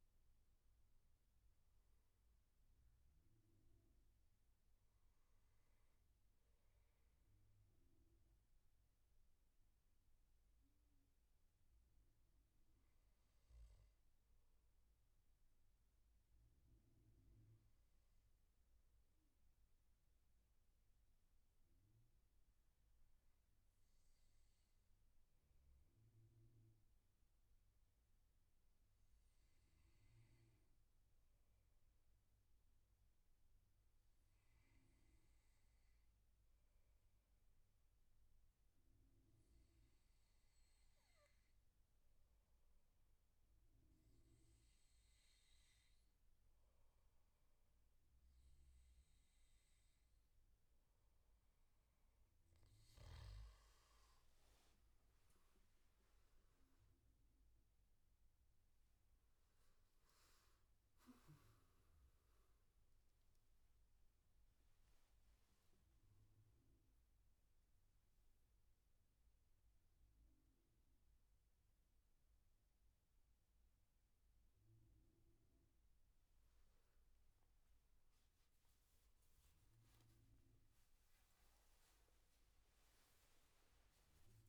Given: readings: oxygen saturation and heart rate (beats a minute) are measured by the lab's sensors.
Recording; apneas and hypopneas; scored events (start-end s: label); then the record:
breathing in sleep, hard to hear, by a room microphone; 1
0.00-11.00 s: oxygen desaturation (device-marked, oxygen 92% lowest, heart rate 61 extreme)
7.50-51.50 s: obstructive apnea (oxygen 99% before, 91% lowest, heart rate 70 before, 62 extreme, up 8 after)
38.00-71.00 s: oxygen desaturation (device-marked, oxygen 98% before, 91% lowest, heart rate 70 before, 63 extreme)
54.00-84.49 s: new sleep stage, N1 (lightest sleep)
54.50-59.50 s: arousal
From the record:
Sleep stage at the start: N2 (light sleep); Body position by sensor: on the back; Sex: male